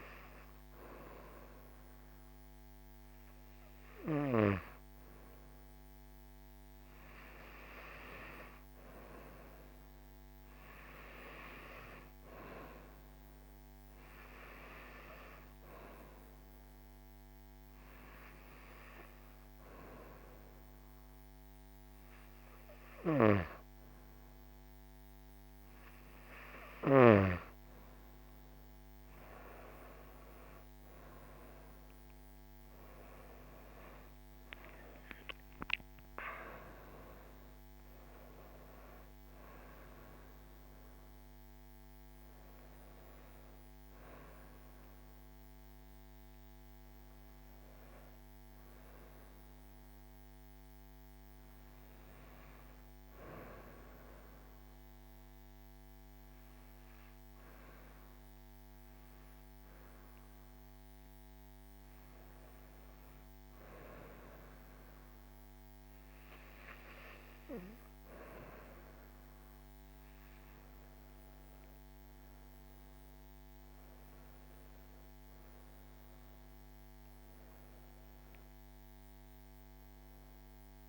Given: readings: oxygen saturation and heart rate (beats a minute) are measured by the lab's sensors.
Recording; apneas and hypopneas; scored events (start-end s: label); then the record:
breathing in sleep by a microphone on the trachea; none
32.50-38.00 s: arousal
From the record:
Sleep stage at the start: N2 (light sleep); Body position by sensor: on the right side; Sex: female